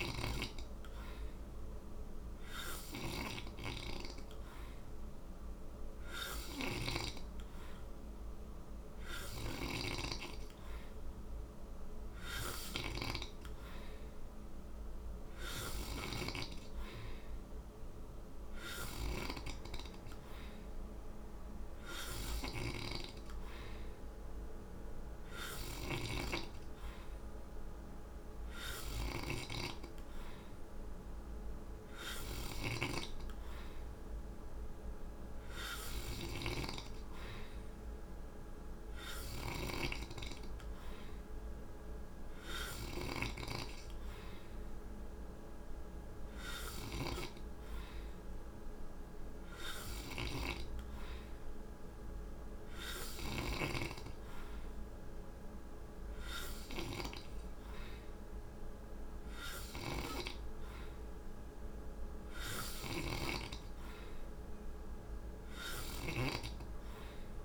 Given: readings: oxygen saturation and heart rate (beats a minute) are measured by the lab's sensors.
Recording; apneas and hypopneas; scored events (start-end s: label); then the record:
breathing in sleep by a room microphone; none
2.00-6.50 s: snoring (device-marked)
8.50-46.50 s: snoring (device-marked)
52.50-67.45 s: snoring (device-marked)
From the record:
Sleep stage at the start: N3 (deep sleep); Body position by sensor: on the right side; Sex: male